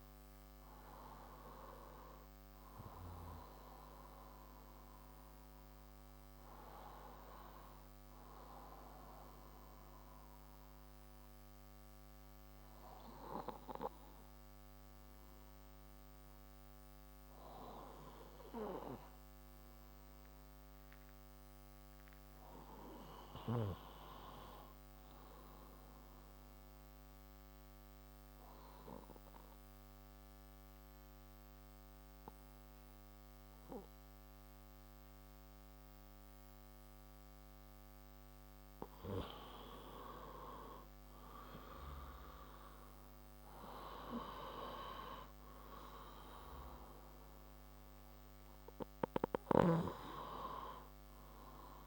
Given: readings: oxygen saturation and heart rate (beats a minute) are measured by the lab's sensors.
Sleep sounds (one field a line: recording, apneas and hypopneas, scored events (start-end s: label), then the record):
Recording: breathing in sleep by a microphone on the trachea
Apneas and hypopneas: 1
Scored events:
0.00-16.00 s: oxygen desaturation (device-marked, oxygen 89% lowest)
11.00-51.87 s: new sleep stage, N2 (light sleep)
20.50-25.00 s: arousal
27.50-40.00 s: obstructive apnea (oxygen 98% before, 92% lowest)
33.00-45.00 s: oxygen desaturation (device-marked, oxygen 97% before, 94% lowest)
41.00-46.50 s: arousal
50.00-51.87 s: oxygen desaturation (device-marked, oxygen 95% before, 92% lowest, heart rate 48 before, 59 extreme)
From the record:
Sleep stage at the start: N1 (lightest sleep)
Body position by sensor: on the left side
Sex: male